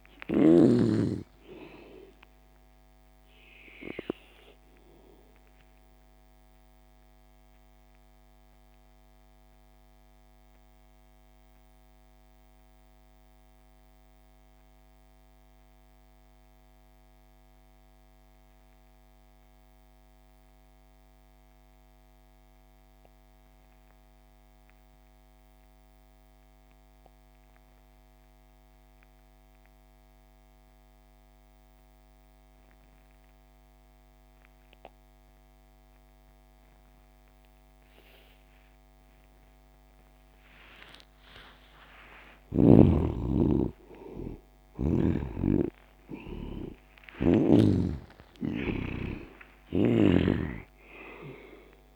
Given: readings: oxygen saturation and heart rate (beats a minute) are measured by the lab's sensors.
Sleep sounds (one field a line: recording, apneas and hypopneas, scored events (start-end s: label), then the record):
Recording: breathing in sleep by a microphone on the trachea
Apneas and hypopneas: 1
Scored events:
0.00-18.50 s: oxygen desaturation (device-marked, oxygen 75% lowest)
4.50-41.50 s: mixed apnea (oxygen 98% before, 73% lowest)
33.50-51.96 s: oxygen desaturation (device-marked, oxygen 98% before, 73% lowest)
42.00-47.00 s: arousal
49.50-51.96 s: snoring (device-marked)
From the record:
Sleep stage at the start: N2 (light sleep)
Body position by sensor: on the back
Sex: male